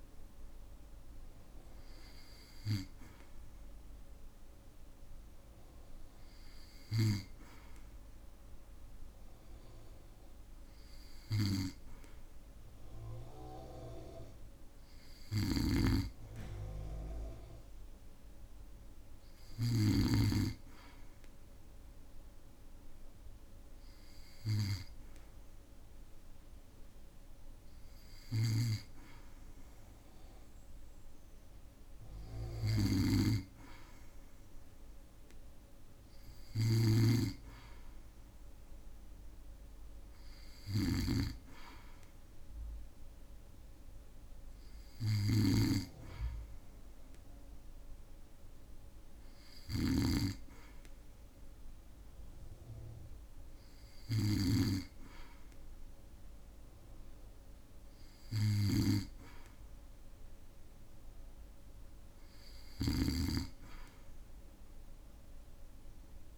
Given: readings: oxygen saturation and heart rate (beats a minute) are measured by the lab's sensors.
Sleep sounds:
breathing in sleep by a room microphone; none
15.00-20.00 s: snoring (device-marked)
28.00-66.38 s: snoring (device-marked)
From the record:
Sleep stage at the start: N2 (light sleep); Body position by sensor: on the back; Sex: male

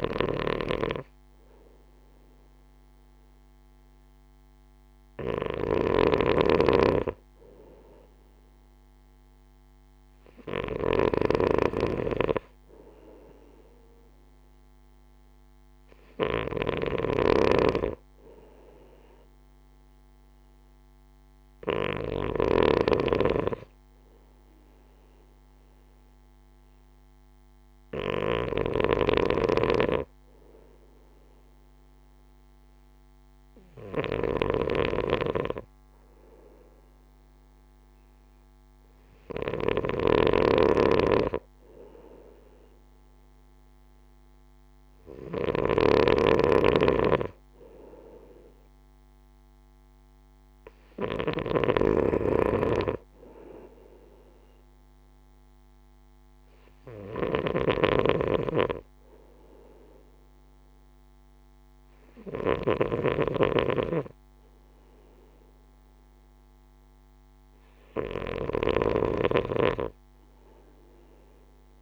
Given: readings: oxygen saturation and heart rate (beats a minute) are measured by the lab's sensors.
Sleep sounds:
breathing in sleep by a microphone on the trachea; none
0.00-68.50 s: snoring (device-marked)
From the record:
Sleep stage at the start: N2 (light sleep); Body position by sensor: on the right side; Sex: male

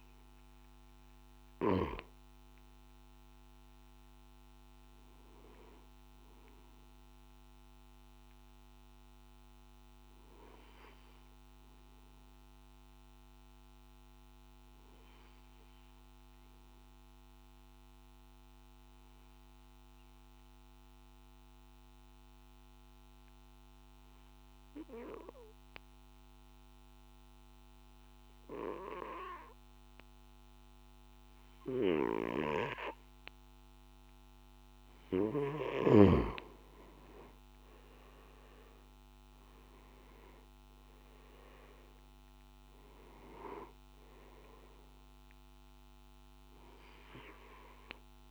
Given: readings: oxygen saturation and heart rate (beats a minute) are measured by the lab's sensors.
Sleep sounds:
breathing in sleep by a microphone on the trachea; 1
0.00-19.50 s: oxygen desaturation (device-marked, oxygen 88% lowest, heart rate 52 extreme)
12.50-33.50 s: obstructive apnea (oxygen 97% before, 88% lowest, heart rate 58 before, 52 extreme, up 6 after)
44.50-48.31 s: oxygen desaturation (device-marked, oxygen 97% before, 88% lowest, heart rate 56 before, 52 extreme)
From the record:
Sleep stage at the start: N3 (deep sleep); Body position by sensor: on the back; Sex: male

